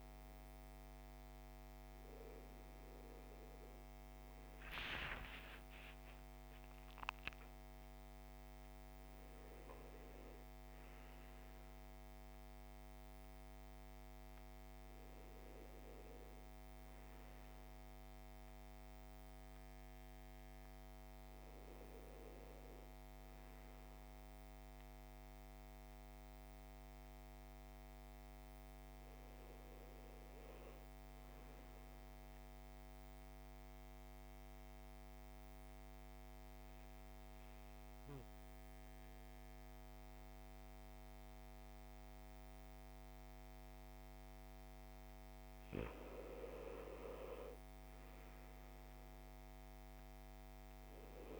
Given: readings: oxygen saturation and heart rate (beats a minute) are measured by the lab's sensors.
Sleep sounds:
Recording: breathing in sleep by a microphone on the trachea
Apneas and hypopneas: 1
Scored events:
0.00-6.50 s: oxygen desaturation (device-marked, oxygen 93% lowest, heart rate 53 extreme)
4.00-10.00 s: arousal
32.50-45.00 s: obstructive apnea (oxygen 98% before, 92% lowest, heart rate 58 before, 52 extreme, up 6 after)
46.50-51.40 s: oxygen desaturation (device-marked, oxygen 97% before, 92% lowest, heart rate 54 before, 52 extreme)
From the record:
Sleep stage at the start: REM sleep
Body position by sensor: on the back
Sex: male

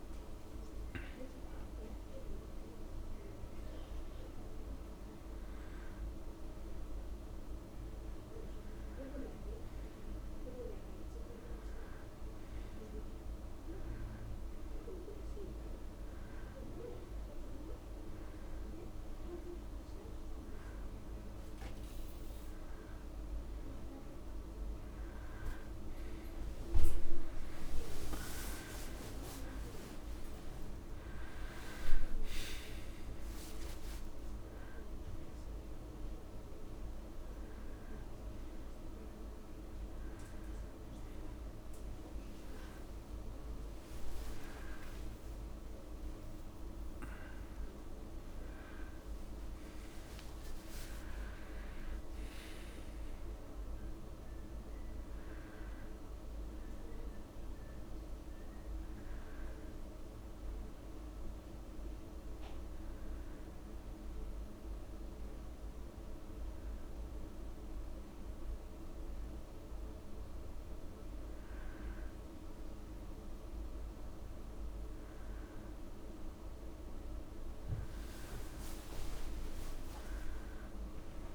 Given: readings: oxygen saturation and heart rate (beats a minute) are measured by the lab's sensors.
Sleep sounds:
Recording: a person awake in a sleep study, hard to hear, by a room microphone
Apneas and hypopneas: none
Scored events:
28.00-30.00 s: long interval between heartbeats (device-marked, heart rate 66 before, 95 extreme)
30.00-32.00 s: long interval between heartbeats (device-marked, heart rate 75 before, 115 extreme)
44.00-46.00 s: long interval between heartbeats (device-marked, heart rate 96 before, 102 extreme)
46.50-48.50 s: long interval between heartbeats (device-marked, heart rate 99 before, 142 extreme)
49.50-51.50 s: long interval between heartbeats (device-marked, heart rate 108 before, 165 extreme)
60.00-81.35 s: new sleep stage, N1 (lightest sleep)
63.00-65.00 s: long interval between heartbeats (device-marked, heart rate 112 before, 83 extreme)
From the record:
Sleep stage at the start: awake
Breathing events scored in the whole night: 317 in 3.9 hours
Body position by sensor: on the back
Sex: male

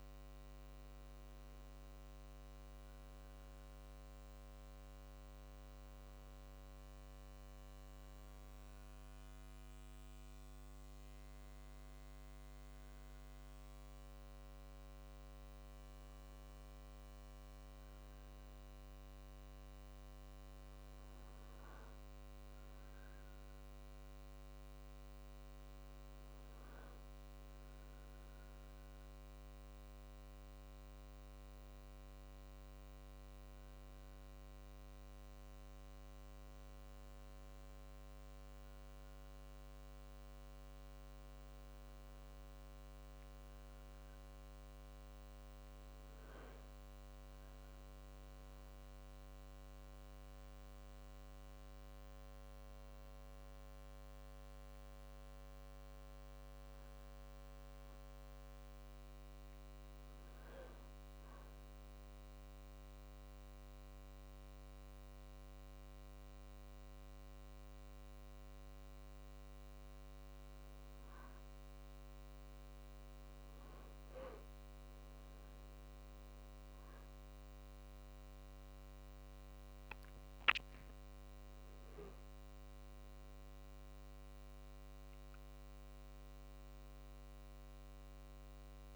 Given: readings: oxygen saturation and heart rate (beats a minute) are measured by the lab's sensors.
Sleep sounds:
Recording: a person awake in a sleep study, hard to hear, by a microphone on the trachea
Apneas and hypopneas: none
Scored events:
none scored
From the record:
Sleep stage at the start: awake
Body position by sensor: on the right side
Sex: male

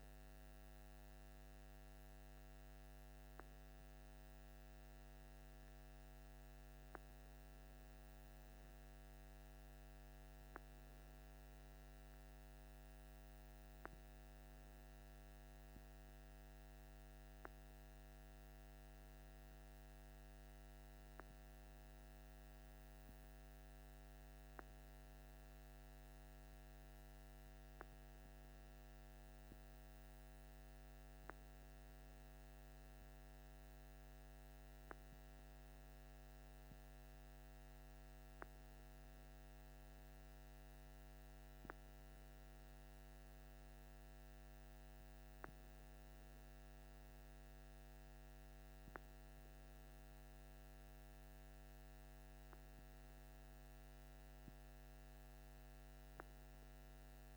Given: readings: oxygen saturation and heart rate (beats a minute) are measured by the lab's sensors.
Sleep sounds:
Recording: breathing in sleep, hard to hear, by a microphone on the trachea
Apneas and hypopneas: none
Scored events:
none scored
From the record:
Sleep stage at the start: N2 (light sleep)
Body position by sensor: on the left side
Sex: male

